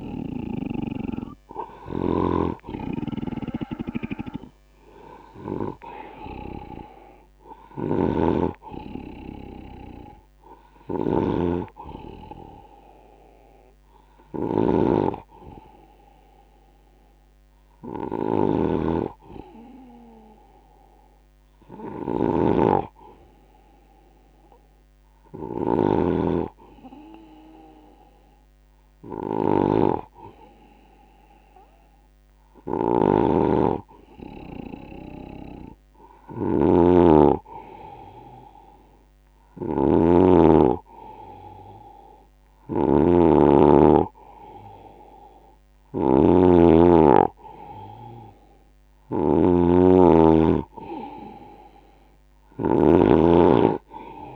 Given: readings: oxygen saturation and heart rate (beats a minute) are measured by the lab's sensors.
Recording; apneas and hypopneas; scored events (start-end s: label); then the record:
breathing in sleep by a microphone on the trachea; 1
3.00-54.36 s: snoring (device-marked)
6.00-10.00 s: arousal
14.00-34.50 s: hypopnea (oxygen 95% before, 95% lowest, heart rate 81 before, 69 extreme, up 10 after)
38.00-41.00 s: arousal
From the record:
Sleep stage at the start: N2 (light sleep); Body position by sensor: on the right side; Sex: male